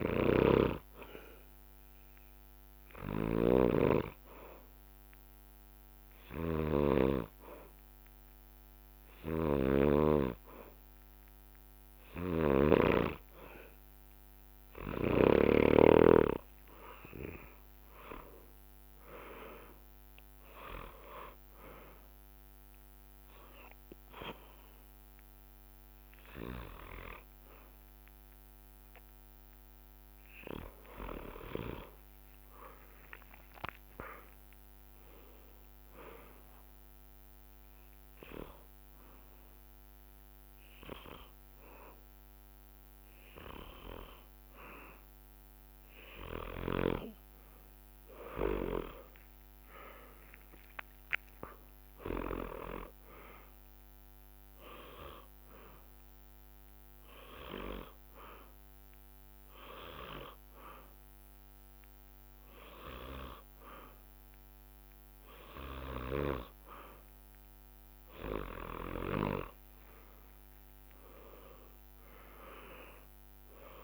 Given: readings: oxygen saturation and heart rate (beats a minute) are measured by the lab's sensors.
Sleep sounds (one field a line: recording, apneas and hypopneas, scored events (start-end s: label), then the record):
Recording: breathing in sleep by a microphone on the trachea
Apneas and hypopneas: 3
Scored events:
0.00-6.00 s: drop in pulse transit time (device-marked, heart rate 61 extreme)
0.00-15.50 s: snoring (device-marked)
0.00-17.00 s: oxygen desaturation (device-marked, oxygen 96% before, 93% lowest, heart rate 65 before, 61 extreme)
1.00-12.50 s: hypopnea (oxygen 96% before, 93% lowest, heart rate 65 before, 61 extreme, up 13 after)
17.00-21.00 s: arousal
19.00-26.00 s: drop in pulse transit time (device-marked, heart rate 63 before, 64 extreme)
31.50-35.00 s: arousal
32.00-42.00 s: drop in pulse transit time (device-marked, heart rate 66 before, 65 extreme)
37.00-47.50 s: hypopnea (oxygen 96% before, 93% lowest, heart rate 68 before, 58 extreme, up 9 after)
50.00-53.00 s: arousal
56.00-64.00 s: bradycardia (device-marked, heart rate 65 before, 58 extreme)
56.00-67.00 s: hypopnea (oxygen 96% before, 93% lowest, heart rate 71 before, 58 extreme, up 18 after)
69.50-73.00 s: arousal
71.00-73.84 s: drop in pulse transit time (device-marked, heart rate 64 before, 66 extreme)
From the record:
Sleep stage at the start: N2 (light sleep)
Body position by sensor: on the back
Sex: male